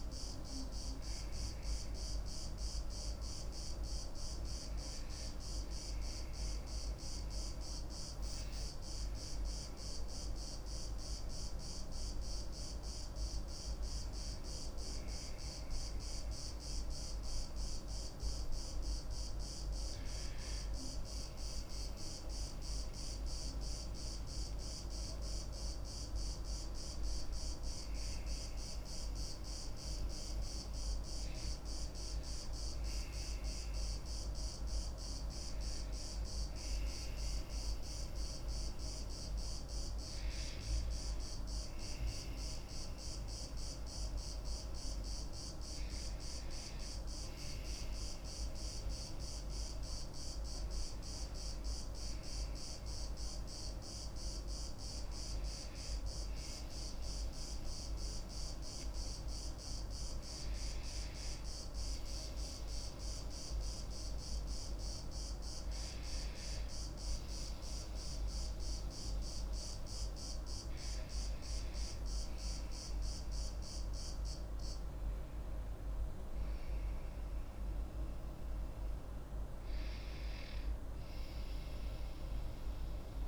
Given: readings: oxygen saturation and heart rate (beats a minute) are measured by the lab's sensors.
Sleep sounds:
breathing in sleep, hard to hear, by a room microphone; none
none scored
From the record:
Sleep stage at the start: N2 (light sleep); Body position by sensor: on the back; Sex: female

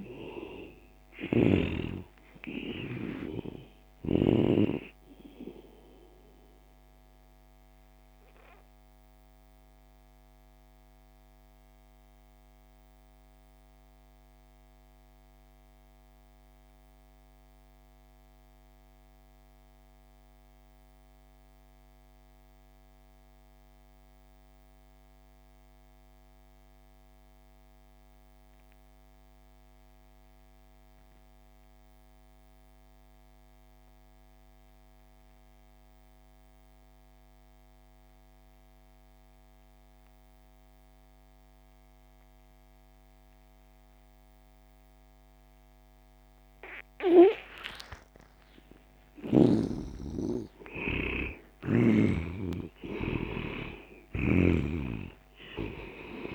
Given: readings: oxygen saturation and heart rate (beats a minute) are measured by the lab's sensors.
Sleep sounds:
breathing in sleep by a microphone on the trachea; 1
0.00-1.50 s: arousal
0.00-21.50 s: oxygen desaturation (device-marked, oxygen 74% lowest)
0.50-4.00 s: snoring (device-marked)
9.50-47.50 s: mixed apnea (oxygen 97% before, 71% lowest)
36.50-56.35 s: oxygen desaturation (device-marked, oxygen 97% before, 71% lowest)
49.00-53.00 s: arousal
53.50-56.35 s: snoring (device-marked)
From the record:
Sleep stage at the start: N2 (light sleep); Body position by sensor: on the back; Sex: male

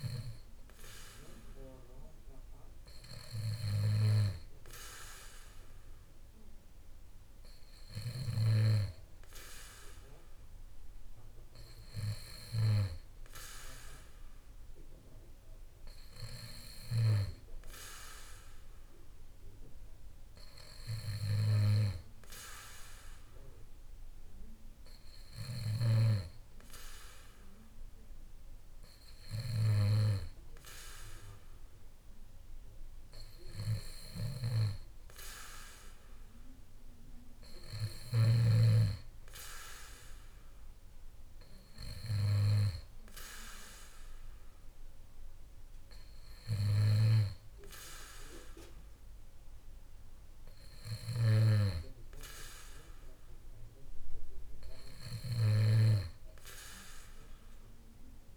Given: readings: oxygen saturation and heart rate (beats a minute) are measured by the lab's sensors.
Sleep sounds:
breathing in sleep by a room microphone; none
34.00-38.50 s: snoring (device-marked)
From the record:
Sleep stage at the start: N2 (light sleep); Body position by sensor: on the back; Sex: male

